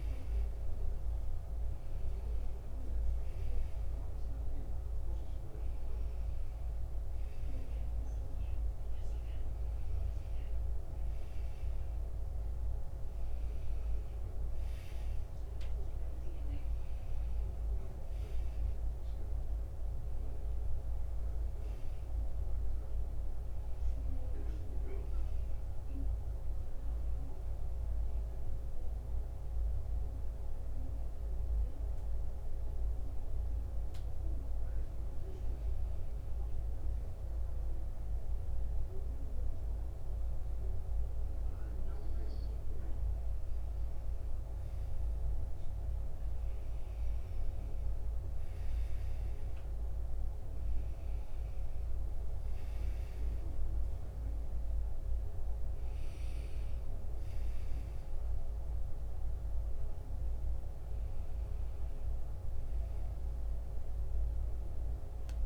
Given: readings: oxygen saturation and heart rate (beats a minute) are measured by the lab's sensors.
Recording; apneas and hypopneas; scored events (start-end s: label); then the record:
breathing in sleep, hard to hear, by a room microphone; none
0.00-16.00 s: oxygen desaturation (device-marked, oxygen 90% lowest, heart rate 74 extreme)
21.00-65.46 s: new sleep stage, N2 (light sleep)
48.00-55.00 s: oxygen desaturation (device-marked, oxygen 94% before, 91% lowest, heart rate 77 before, 81 extreme)
From the record:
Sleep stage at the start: N1 (lightest sleep); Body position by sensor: on the back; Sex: male